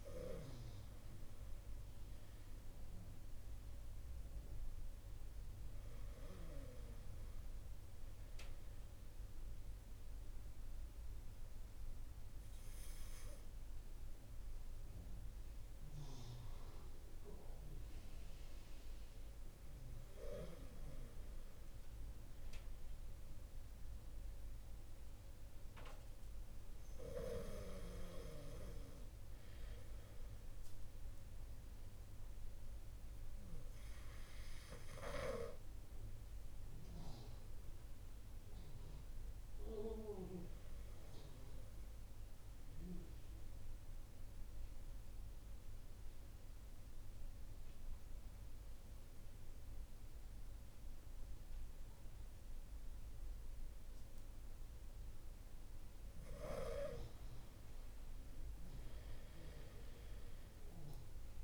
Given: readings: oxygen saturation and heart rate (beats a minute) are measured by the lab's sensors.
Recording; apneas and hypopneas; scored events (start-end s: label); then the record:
breathing in sleep by a room microphone; 2
2.50-5.50 s: arousal
9.00-19.00 s: obstructive apnea (oxygen 96% before, 93% lowest)
19.00-24.00 s: arousal
41.50-55.50 s: mixed apnea (oxygen 96% before, 92% lowest)
56.50-60.50 s: arousal
From the record:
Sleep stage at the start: N2 (light sleep); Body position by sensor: on the back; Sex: male